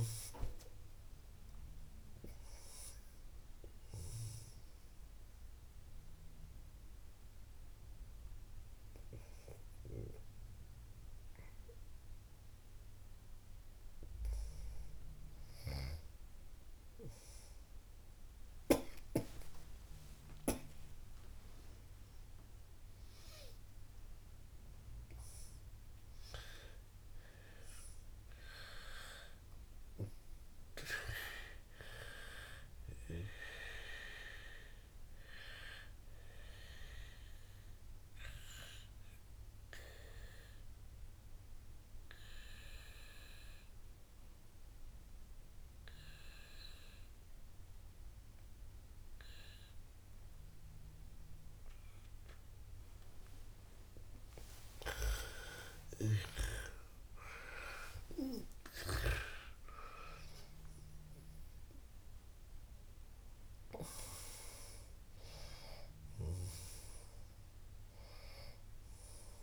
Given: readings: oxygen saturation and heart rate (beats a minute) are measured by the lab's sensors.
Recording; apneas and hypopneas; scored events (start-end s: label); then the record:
a person partly awake in a sleep study, by a room microphone; 1
0.00-2.00 s: oxygen desaturation (device-marked, oxygen 94% lowest)
8.00-19.00 s: oxygen desaturation (device-marked, oxygen 96% before, 91% lowest, heart rate 114 before, 68 extreme)
16.00-19.50 s: snoring (device-marked)
28.00-49.00 s: oxygen desaturation (device-marked, oxygen 100% before, 96% lowest, heart rate 80 before, 63 extreme)
28.00-69.43 s: new sleep stage, N2 (light sleep)
36.00-53.00 s: obstructive apnea (oxygen 100% before, 93% lowest, heart rate 89 before, 63 extreme, up 19 after)
58.50-63.50 s: arousal
61.00-69.43 s: oxygen desaturation (device-marked, oxygen 98% before, 93% lowest, heart rate 71 before, 59 extreme)
From the record:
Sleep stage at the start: awake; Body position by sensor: on the back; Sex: female